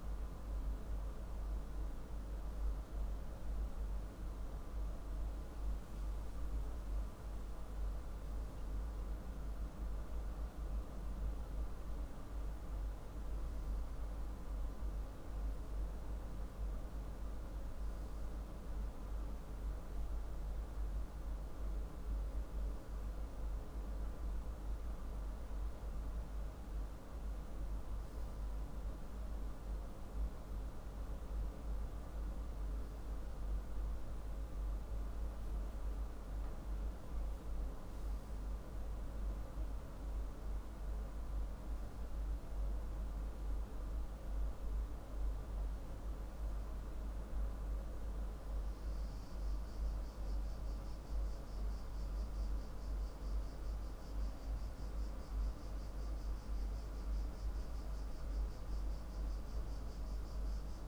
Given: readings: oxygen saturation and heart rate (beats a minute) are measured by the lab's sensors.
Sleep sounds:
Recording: breathing in sleep, hard to hear, by a room microphone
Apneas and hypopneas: none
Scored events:
none scored
From the record:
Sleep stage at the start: N3 (deep sleep)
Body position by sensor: on the left side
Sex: male

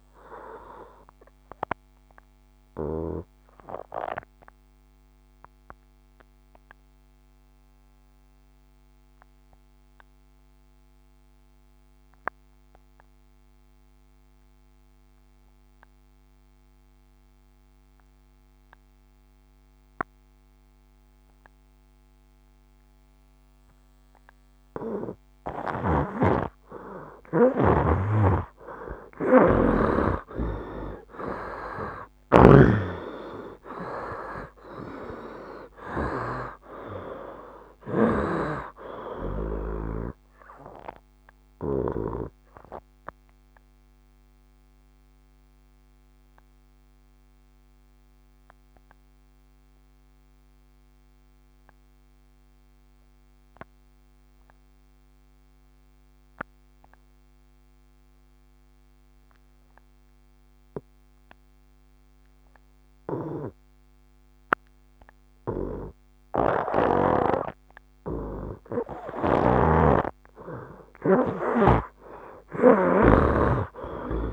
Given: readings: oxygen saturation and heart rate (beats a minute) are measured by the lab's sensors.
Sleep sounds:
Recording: breathing in sleep by a microphone on the trachea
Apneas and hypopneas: 2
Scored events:
0.00-21.50 s: oxygen desaturation (device-marked, oxygen 78% lowest, heart rate 61 extreme)
1.50-26.00 s: obstructive apnea (oxygen 97% before, 78% lowest, heart rate 71 before, 61 extreme, up 13 after)
28.00-31.00 s: arousal
28.00-32.50 s: snoring (device-marked)
29.50-61.50 s: oxygen desaturation (device-marked, oxygen 97% before, 79% lowest, heart rate 63 before, 64 extreme)
40.50-69.00 s: obstructive apnea (oxygen 97% before, 79% lowest, heart rate 70 before, 63 extreme, up 10 after)
69.00-73.00 s: snoring (device-marked)
73.00-74.33 s: arousal
From the record:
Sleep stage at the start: N2 (light sleep)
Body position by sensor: on the right side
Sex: male

